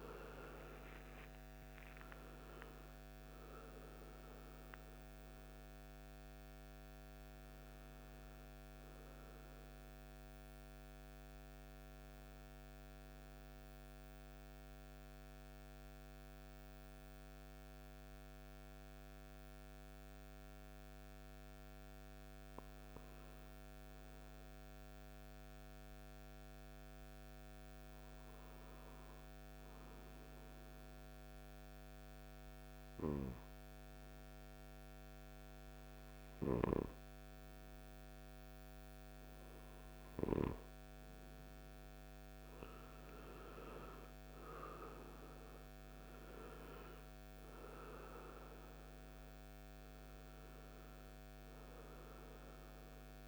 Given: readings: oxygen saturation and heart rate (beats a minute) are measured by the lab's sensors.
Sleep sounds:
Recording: breathing in sleep by a microphone on the trachea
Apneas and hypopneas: 1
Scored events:
2.00-19.00 s: oxygen desaturation (device-marked, oxygen 97% before, 94% lowest, heart rate 57 before, 53 extreme)
9.50-25.00 s: obstructive apnea (oxygen 98% before, 94% lowest, heart rate 61 before, 53 extreme, up 3 after)
27.00-30.50 s: arousal
From the record:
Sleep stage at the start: N2 (light sleep)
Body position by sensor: on the right side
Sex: male

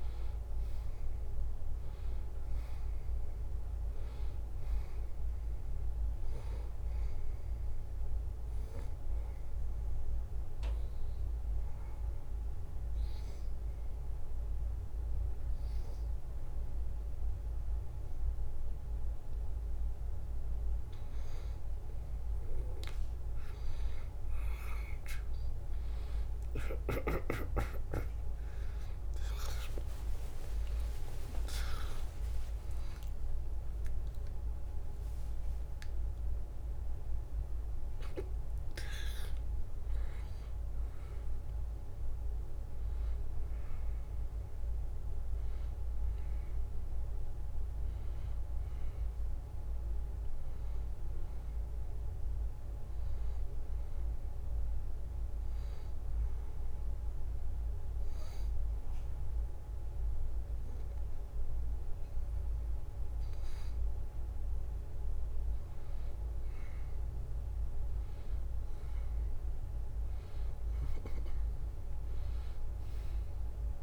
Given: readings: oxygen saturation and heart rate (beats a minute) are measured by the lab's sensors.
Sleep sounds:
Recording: breathing in sleep by a room microphone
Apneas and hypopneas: 2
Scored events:
0.00-2.00 s: arousal
5.50-17.50 s: oxygen desaturation (device-marked, oxygen 95% before, 91% lowest, heart rate 74 before, 73 extreme)
9.50-21.00 s: obstructive apnea (oxygen 95% before, 90% lowest, heart rate 74 before, 73 extreme, up 3 after)
31.00-35.00 s: arousal
31.50-47.50 s: oxygen desaturation (device-marked, oxygen 95% before, 90% lowest, heart rate 74 before, 73 extreme)
55.50-65.50 s: obstructive apnea (oxygen 95% before, 90% lowest, heart rate 79 before, 73 extreme, up 1 after)
68.50-73.00 s: arousal
From the record:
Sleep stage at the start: N2 (light sleep)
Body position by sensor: on the back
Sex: male

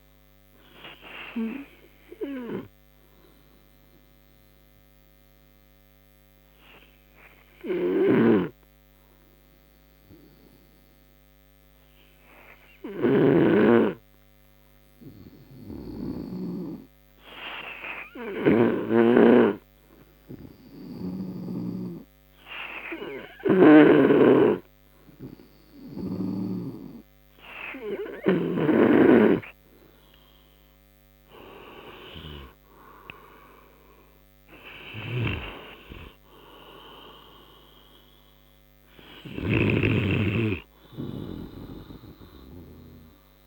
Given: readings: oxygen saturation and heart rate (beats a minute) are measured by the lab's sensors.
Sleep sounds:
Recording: breathing in sleep by a microphone on the trachea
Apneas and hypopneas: 1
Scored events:
1.00-28.50 s: obstructive apnea (oxygen 98% before, 88% lowest, heart rate 67 before, 59 extreme, up 27 after)
17.00-43.46 s: oxygen desaturation (device-marked, oxygen 97% before, 90% lowest, heart rate 62 before, 58 extreme)
32.00-34.50 s: arousal
From the record:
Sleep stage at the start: N2 (light sleep)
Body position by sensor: on the right side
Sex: male

